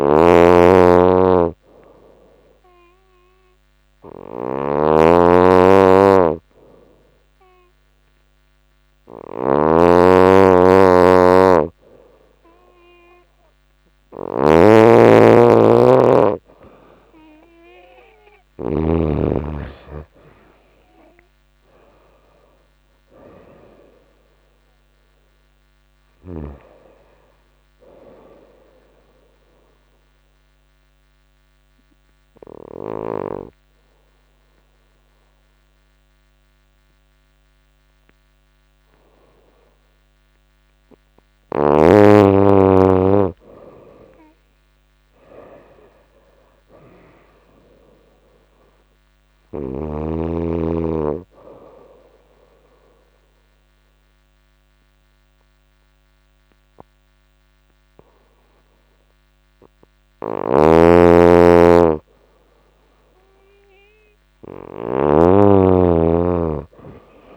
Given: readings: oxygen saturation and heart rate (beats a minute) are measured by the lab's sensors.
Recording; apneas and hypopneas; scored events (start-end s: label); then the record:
breathing in sleep by a microphone on the trachea; 2
0.00-18.00 s: snoring (device-marked)
17.00-21.00 s: arousal
18.00-42.00 s: oxygen desaturation (device-marked, oxygen 96% before, 90% lowest, heart rate 89 before, 87 extreme)
28.50-40.00 s: obstructive apnea (oxygen 96% before, 90% lowest, heart rate 100 before, 87 extreme, up 3 after)
42.50-46.50 s: arousal
51.50-61.50 s: obstructive apnea (oxygen 97% before, 91% lowest, heart rate 89 before, 87 extreme, up 32 after)
53.00-64.00 s: oxygen desaturation (device-marked, oxygen 97% before, 92% lowest, heart rate 90 before, 87 extreme)
59.50-64.50 s: snoring (device-marked)
66.00-67.37 s: arousal
From the record:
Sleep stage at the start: N2 (light sleep); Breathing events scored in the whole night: 397 in 3.1 hours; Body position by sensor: on the back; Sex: female